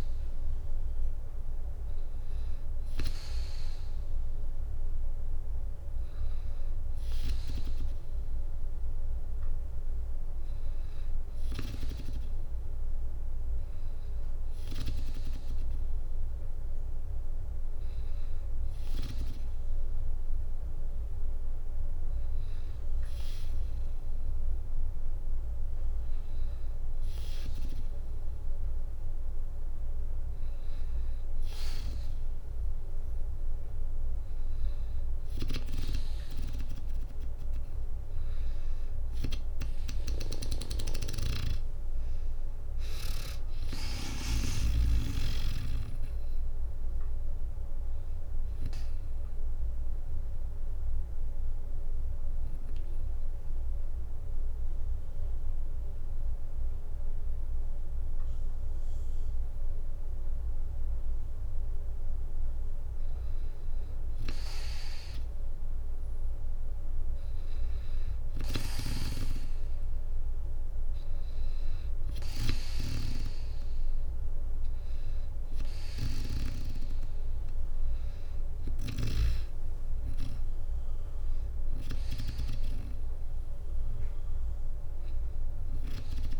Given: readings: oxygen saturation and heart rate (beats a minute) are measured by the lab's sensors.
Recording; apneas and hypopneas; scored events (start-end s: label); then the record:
breathing in sleep by a room microphone; 1
40.00-43.50 s: snoring (device-marked)
41.00-44.00 s: arousal
42.50 s: drop in pulse transit time (device-marked)
44.50-59.50 s: drop in pulse transit time (device-marked, heart rate 63 before, 59 extreme)
48.00-61.50 s: hypopnea (oxygen 96% before, 93% lowest, heart rate 64 before, 59 extreme, up 3 after)
53.50-59.50 s: bradycardia (device-marked, heart rate 62 before, 59 extreme)
61.50-64.50 s: arousal
68.00-72.00 s: snoring (device-marked)
70.50-84.50 s: oxygen desaturation (device-marked, oxygen 98% before, 93% lowest, heart rate 60 before, 60 extreme)
76.50-86.40 s: drop in pulse transit time (device-marked, heart rate 61 before, 61 extreme)
From the record:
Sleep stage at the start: N2 (light sleep); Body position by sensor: on the back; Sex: female